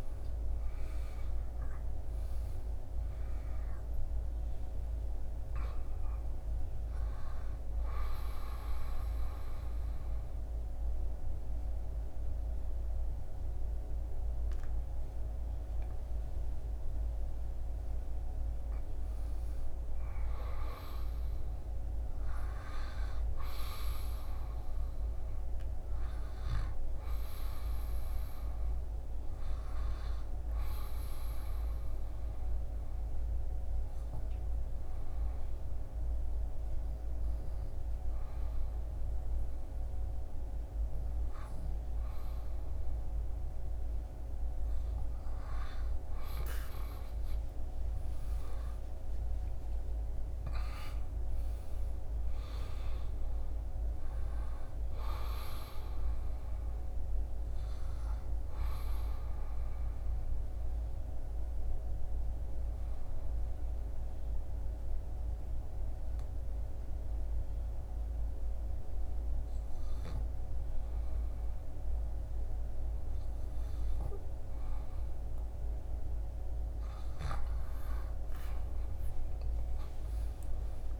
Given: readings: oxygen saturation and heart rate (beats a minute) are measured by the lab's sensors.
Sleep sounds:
breathing in sleep, hard to hear, by a room microphone; 3
0.00-21.00 s: oxygen desaturation (device-marked, oxygen 99% before, 96% lowest, heart rate 82 before, 76 extreme)
7.50-18.50 s: obstructive apnea (oxygen 99% before, 95% lowest, heart rate 84 before, 76 extreme, up 8 after)
21.00-25.00 s: arousal
31.50-44.00 s: hypopnea (oxygen 99% before, 95% lowest, heart rate 79 before, 73 extreme, up 7 after)
40.00-81.00 s: new sleep stage, N2 (light sleep)
47.00-52.00 s: arousal
52.00-64.00 s: oxygen desaturation (device-marked, oxygen 98% before, 95% lowest, heart rate 77 before, 73 extreme)
60.00-74.50 s: obstructive apnea (oxygen 98% before, 95% lowest, heart rate 79 before, 68 extreme, up 3 after)
78.00-81.00 s: arousal
From the record:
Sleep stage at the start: N1 (lightest sleep); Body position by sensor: on the back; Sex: male

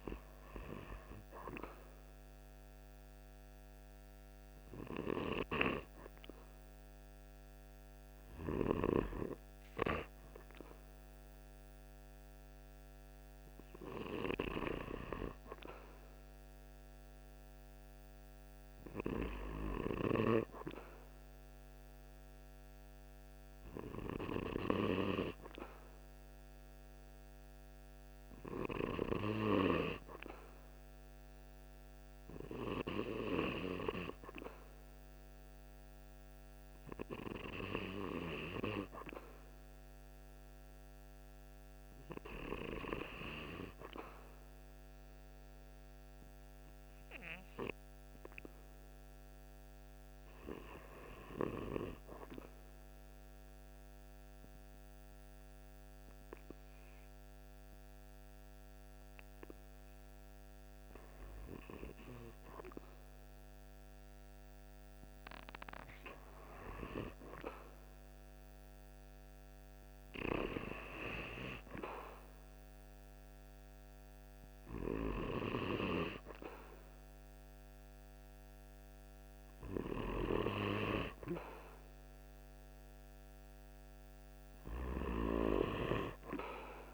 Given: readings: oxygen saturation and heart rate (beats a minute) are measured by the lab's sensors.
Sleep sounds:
breathing in sleep by a microphone on the trachea; 1
51.00-65.50 s: hypopnea (oxygen 96% before, 94% lowest, heart rate 48 before, 47 extreme, up 2 after)
67.50-71.00 s: arousal
From the record:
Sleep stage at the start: REM sleep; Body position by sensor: on the right side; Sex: male

